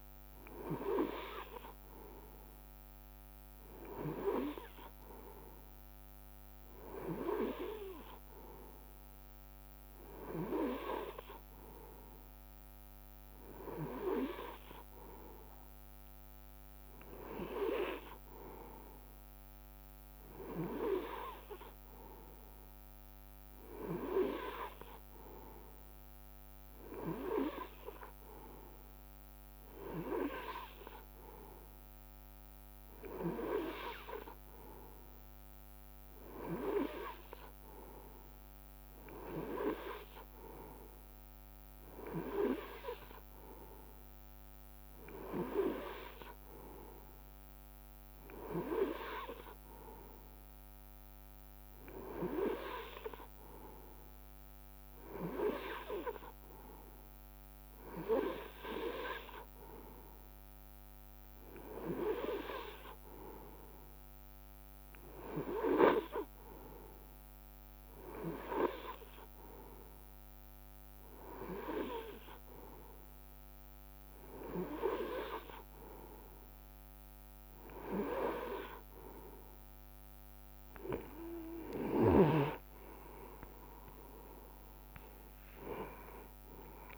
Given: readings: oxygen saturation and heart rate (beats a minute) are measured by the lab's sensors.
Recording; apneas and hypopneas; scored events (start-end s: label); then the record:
breathing in sleep by a microphone on the trachea; none
48.50-50.50 s: long interval between heartbeats (device-marked, heart rate 62 before, 67 extreme)
61.50-63.50 s: long interval between heartbeats (device-marked, heart rate 64 before, 70 extreme)
81.00-86.98 s: new sleep stage, N2 (light sleep)
81.50-83.50 s: long interval between heartbeats (device-marked, heart rate 65 before, 73 extreme)
85.00-86.98 s: long interval between heartbeats (device-marked, heart rate 66 before, 89 extreme)
From the record:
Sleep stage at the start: N3 (deep sleep); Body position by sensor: on the right side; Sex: male